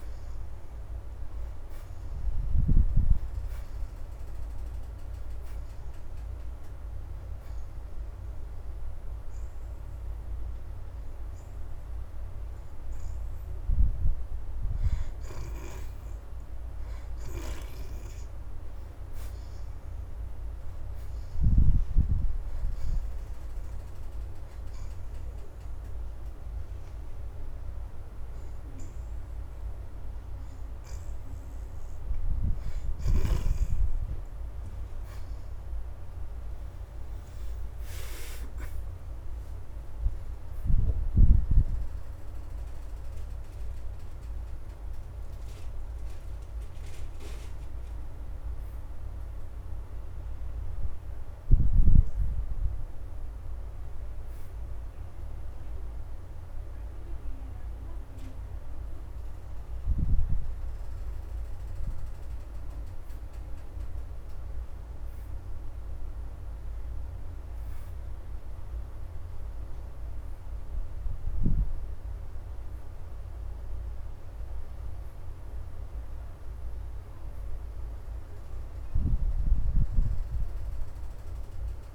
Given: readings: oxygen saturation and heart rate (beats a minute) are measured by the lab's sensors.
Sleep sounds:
breathing in sleep by a room microphone; 1
0.00-4.00 s: oxygen desaturation (device-marked, oxygen 66% lowest, heart rate 105 extreme)
24.50-34.50 s: hypopnea (oxygen 74% before, 60% lowest, heart rate 112 before, 89 extreme, up 24 after)
32.00-46.00 s: oxygen desaturation (device-marked, oxygen 73% before, 63% lowest, heart rate 110 before, 89 extreme)
37.00-41.50 s: arousal
49.00-81.95 s: new sleep stage, N1 (lightest sleep)
53.00-58.00 s: oxygen desaturation (device-marked, oxygen 72% before, 60% lowest, heart rate 113 before, 94 extreme)
77.00-81.95 s: oxygen desaturation (device-marked, oxygen 81% before, 73% lowest, heart rate 102 before, 101 extreme)
From the record:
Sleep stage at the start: N2 (light sleep); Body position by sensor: on the back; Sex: female

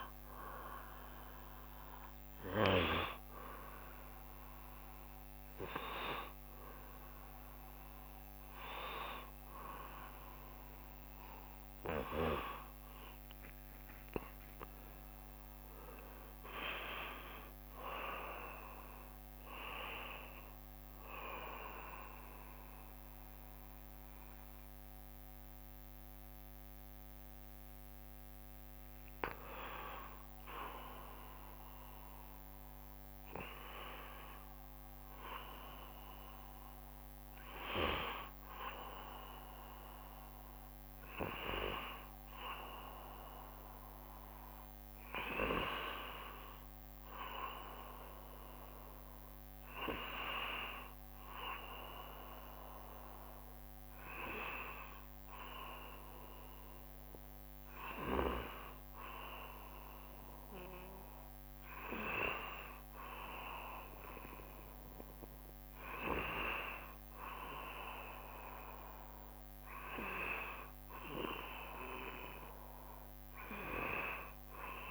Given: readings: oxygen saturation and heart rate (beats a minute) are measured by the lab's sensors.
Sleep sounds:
a person awake in a sleep study, by a microphone on the trachea; none
0.00-1.00 s: long interval between heartbeats (device-marked, heart rate 69 before, 79 extreme)
37.50-39.50 s: long interval between heartbeats (device-marked, heart rate 70 before, 78 extreme)
From the record:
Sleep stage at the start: awake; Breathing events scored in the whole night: 199 in 3.3 hours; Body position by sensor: on the right side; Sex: male

